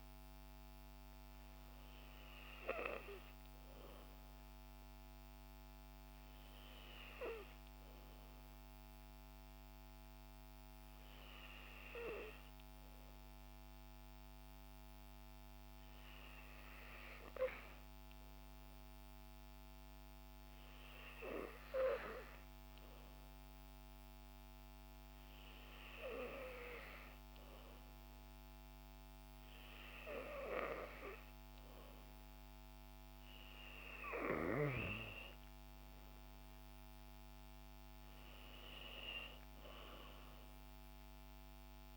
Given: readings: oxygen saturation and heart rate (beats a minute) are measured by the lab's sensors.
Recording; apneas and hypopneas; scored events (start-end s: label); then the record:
breathing in sleep by a microphone on the trachea; none
32.00-35.50 s: arousal
From the record:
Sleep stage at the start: N2 (light sleep); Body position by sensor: on the back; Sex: female